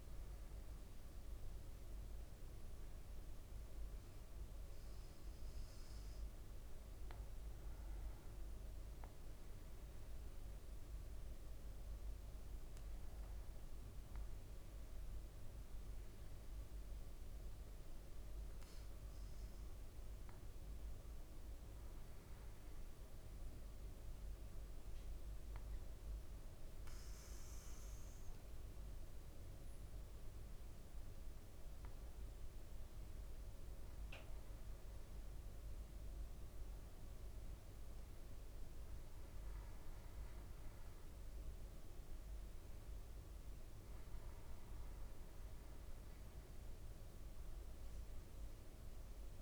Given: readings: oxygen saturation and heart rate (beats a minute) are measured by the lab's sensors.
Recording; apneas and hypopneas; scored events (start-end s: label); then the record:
breathing in sleep, hard to hear, by a room microphone; 1
22.50-32.50 s: obstructive apnea (oxygen 98% before, 95% lowest, heart rate 55 before, 55 extreme, up 2 after)
35.00-40.00 s: arousal
From the record:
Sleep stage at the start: N2 (light sleep); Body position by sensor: on the back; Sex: male